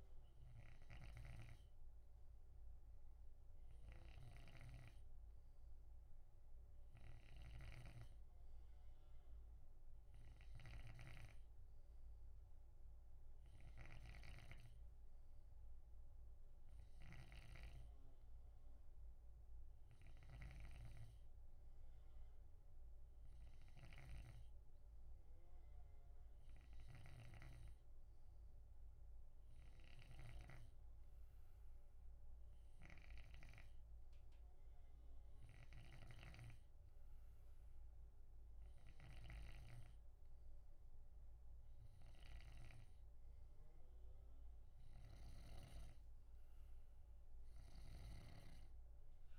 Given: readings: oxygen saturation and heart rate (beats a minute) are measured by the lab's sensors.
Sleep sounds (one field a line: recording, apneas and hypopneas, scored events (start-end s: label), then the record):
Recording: breathing in sleep by a room microphone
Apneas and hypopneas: none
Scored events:
0.00-27.50 s: snoring (device-marked)
29.50-33.50 s: snoring (device-marked)
35.50-45.50 s: snoring (device-marked)
47.50-49.38 s: snoring (device-marked)
From the record:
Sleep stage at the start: N2 (light sleep)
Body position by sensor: on the left side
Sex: male